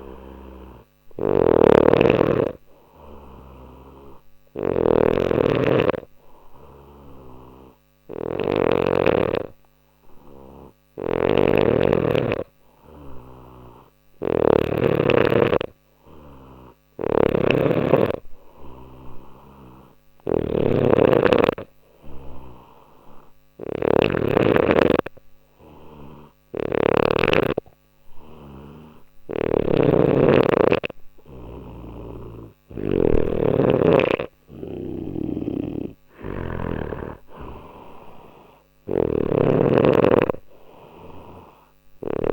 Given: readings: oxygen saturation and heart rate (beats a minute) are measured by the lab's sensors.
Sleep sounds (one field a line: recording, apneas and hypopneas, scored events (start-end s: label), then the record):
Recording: breathing in sleep by a microphone on the trachea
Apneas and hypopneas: none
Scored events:
0.00-8.50 s: snoring (device-marked)
10.50-14.50 s: snoring (device-marked)
16.50-24.00 s: snoring (device-marked)
26.00-36.50 s: snoring (device-marked)
38.50-42.33 s: snoring (device-marked)
From the record:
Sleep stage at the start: N2 (light sleep)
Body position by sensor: on the back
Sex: male